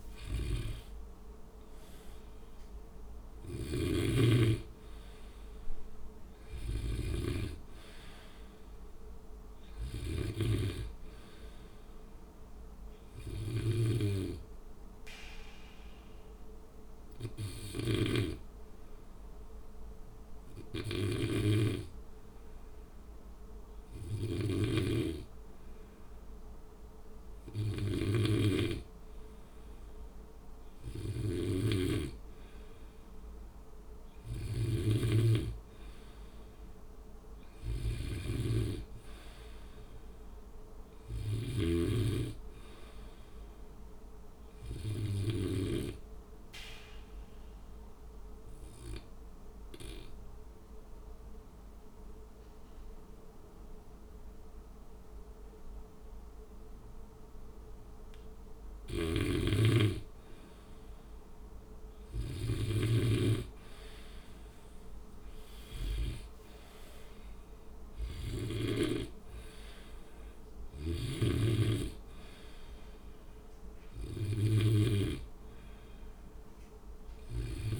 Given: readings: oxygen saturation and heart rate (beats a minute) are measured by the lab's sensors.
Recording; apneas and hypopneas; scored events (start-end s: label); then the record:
breathing in sleep by a room microphone; 2
0.00-2.50 s: arousal
2.00-23.00 s: oxygen desaturation (device-marked, oxygen 97% before, 93% lowest, heart rate 58 before, 56 extreme)
3.50-10.50 s: snoring (device-marked)
12.50-26.50 s: hypopnea (oxygen 97% before, 93% lowest, heart rate 61 before, 57 extreme, up 6 after)
17.50-41.50 s: snoring (device-marked)
30.50-33.00 s: arousal
44.50-58.00 s: obstructive apnea (oxygen 96% before, 93% lowest, heart rate 62 before, 53 extreme, up 1 after)
58.50-68.50 s: snoring (device-marked)
65.00-69.00 s: arousal
From the record:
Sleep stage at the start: N2 (light sleep); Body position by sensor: on the back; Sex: male